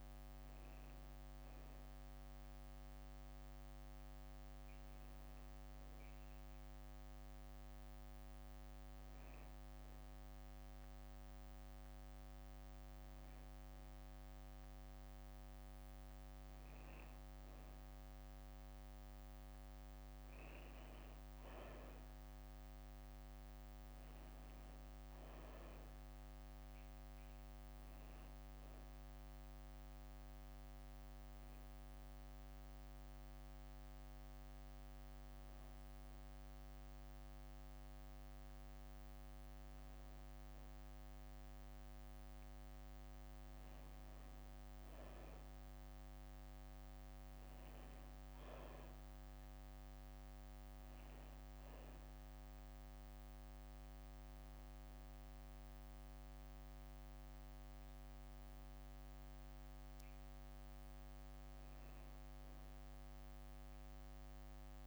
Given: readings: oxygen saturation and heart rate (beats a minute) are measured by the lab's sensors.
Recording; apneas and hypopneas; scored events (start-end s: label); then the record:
breathing in sleep, hard to hear, by a microphone on the trachea; none
18.50-64.87 s: new sleep stage, N2 (light sleep)
63.00-64.87 s: arousal
From the record:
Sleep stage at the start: N1 (lightest sleep); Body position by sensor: on the back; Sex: female